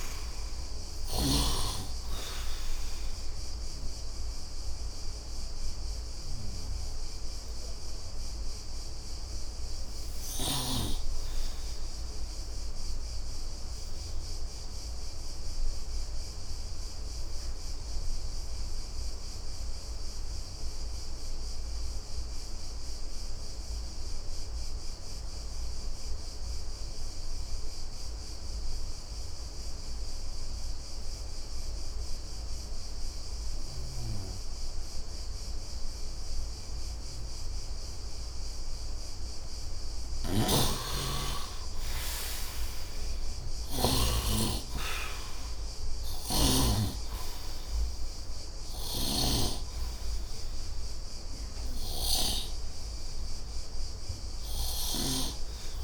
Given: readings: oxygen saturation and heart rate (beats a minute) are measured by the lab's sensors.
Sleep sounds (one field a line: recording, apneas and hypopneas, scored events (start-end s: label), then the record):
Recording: breathing in sleep by a room microphone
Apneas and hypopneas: 1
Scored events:
0.00-21.00 s: oxygen desaturation (device-marked, oxygen 67% lowest, heart rate 69 extreme)
0.50-10.50 s: snoring (device-marked)
16.00-39.50 s: obstructive apnea (oxygen 89% before, 67% lowest, heart rate 79 before, 69 extreme, up 33 after)
30.00-55.84 s: oxygen desaturation (device-marked, oxygen 99% before, 69% lowest, heart rate 73 before, 70 extreme)
33.50-44.00 s: snoring (device-marked)
41.00-44.00 s: arousal
48.50-55.00 s: snoring (device-marked)
From the record:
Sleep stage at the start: N2 (light sleep)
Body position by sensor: on the right side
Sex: male